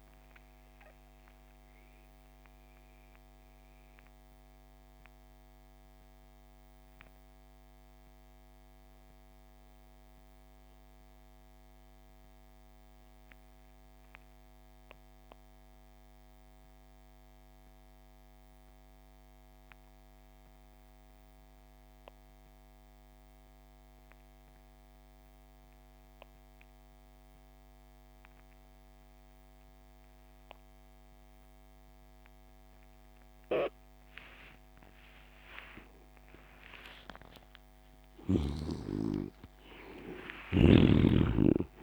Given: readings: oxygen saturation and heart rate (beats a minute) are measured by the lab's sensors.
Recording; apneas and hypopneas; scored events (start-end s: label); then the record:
breathing in sleep by a microphone on the trachea; 1
0.00-16.50 s: oxygen desaturation (device-marked, oxygen 71% lowest)
2.50-35.50 s: mixed apnea (oxygen 97% before, 71% lowest)
28.50-41.83 s: oxygen desaturation (device-marked, oxygen 98% before, 73% lowest)
37.00-41.83 s: arousal
From the record:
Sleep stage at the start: N2 (light sleep); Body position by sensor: on the back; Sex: male